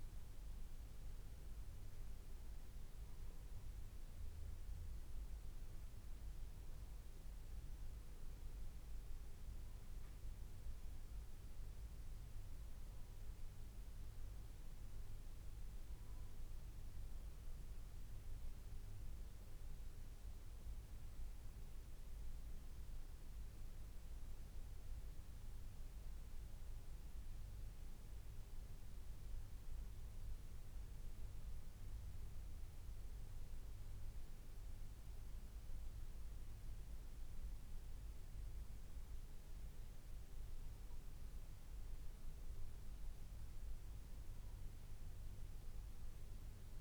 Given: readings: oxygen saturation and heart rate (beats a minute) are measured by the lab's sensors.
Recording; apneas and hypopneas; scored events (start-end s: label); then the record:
breathing in sleep, hard to hear, by a room microphone; none
22.50-46.81 s: new sleep stage, N2 (light sleep)
From the record:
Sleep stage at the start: N1 (lightest sleep); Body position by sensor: on the back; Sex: male